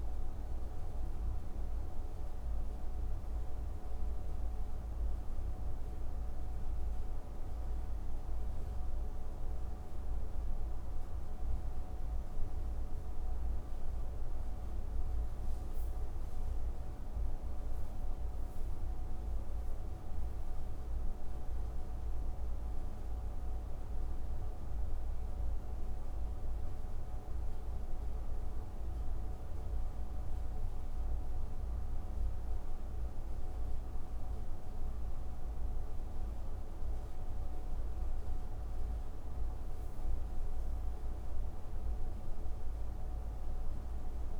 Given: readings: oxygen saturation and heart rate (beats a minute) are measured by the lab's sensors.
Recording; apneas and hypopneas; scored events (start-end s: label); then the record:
breathing in sleep, hard to hear, by a room microphone; none
4.50-44.40 s: new sleep stage, N2 (light sleep)
From the record:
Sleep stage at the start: N1 (lightest sleep); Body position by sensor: on the right side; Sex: male